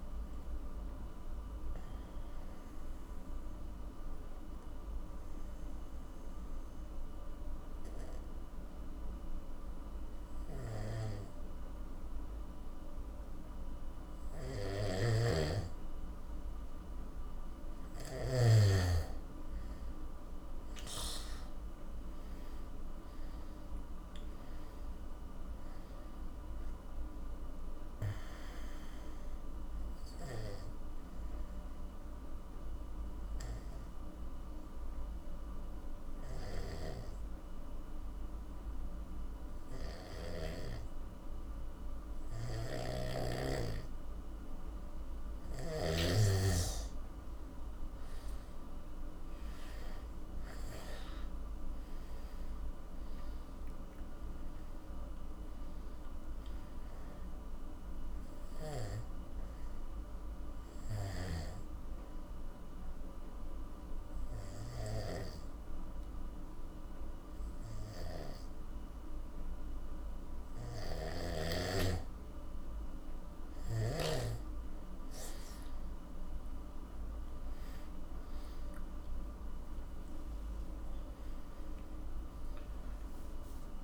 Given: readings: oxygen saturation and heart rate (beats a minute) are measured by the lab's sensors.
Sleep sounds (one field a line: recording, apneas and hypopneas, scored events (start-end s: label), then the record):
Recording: breathing in sleep by a room microphone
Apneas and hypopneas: 3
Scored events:
2.50-16.50 s: obstructive apnea (oxygen 97% before, 86% lowest, heart rate 69 before, 48 extreme, up 22 after)
14.50-18.50 s: snoring (device-marked)
18.50-21.50 s: arousal
23.50-41.50 s: oxygen desaturation (device-marked, oxygen 97% before, 90% lowest, heart rate 55 before, 48 extreme)
30.00-45.00 s: obstructive apnea (oxygen 97% before, 86% lowest, heart rate 60 before, 50 extreme, up 26 after)
42.50-46.00 s: snoring (device-marked)
47.00-52.00 s: arousal
48.50-70.50 s: oxygen desaturation (device-marked, oxygen 97% before, 86% lowest, heart rate 59 before, 57 extreme)
59.00-74.00 s: obstructive apnea (oxygen 97% before, 86% lowest, heart rate 69 before, 57 extreme, up 39 after)
70.50-74.00 s: snoring (device-marked)
77.50-83.50 s: arousal
80.50-83.84 s: oxygen desaturation (device-marked, oxygen 98% before, 90% lowest, heart rate 64 before, 49 extreme)
From the record:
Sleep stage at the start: N2 (light sleep)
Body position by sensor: on the back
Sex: male